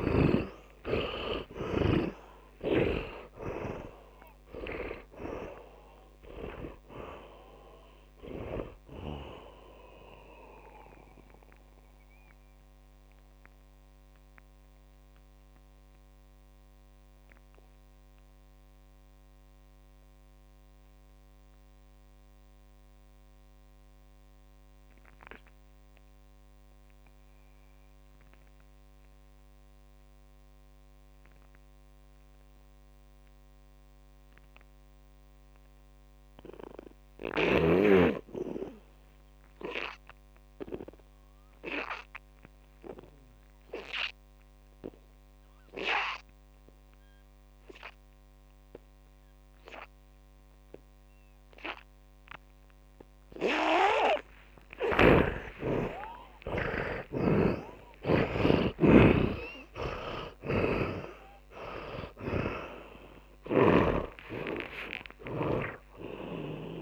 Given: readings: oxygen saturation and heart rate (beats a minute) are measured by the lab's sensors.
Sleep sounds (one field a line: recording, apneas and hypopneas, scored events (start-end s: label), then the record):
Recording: breathing in sleep by a microphone on the trachea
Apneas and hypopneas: 1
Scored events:
6.00-27.00 s: oxygen desaturation (device-marked, oxygen 100% before, 79% lowest)
12.50-53.00 s: mixed apnea (oxygen 100% before, 79% lowest)
40.00-66.82 s: oxygen desaturation (device-marked, oxygen 100% before, 83% lowest)
54.50-59.00 s: arousal
57.50-66.82 s: snoring (device-marked)
From the record:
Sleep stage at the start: N2 (light sleep)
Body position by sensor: on the back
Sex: male